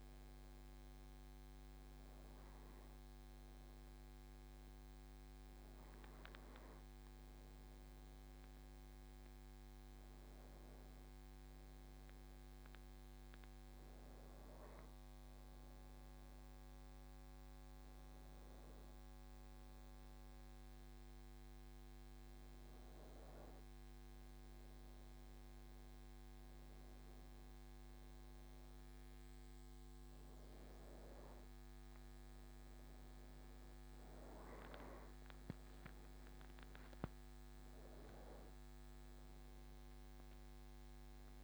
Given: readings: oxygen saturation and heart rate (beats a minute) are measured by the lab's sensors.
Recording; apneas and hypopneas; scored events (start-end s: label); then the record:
a person awake in a sleep study, hard to hear, by a microphone on the trachea; none
none scored
From the record:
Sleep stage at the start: awake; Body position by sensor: on the back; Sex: male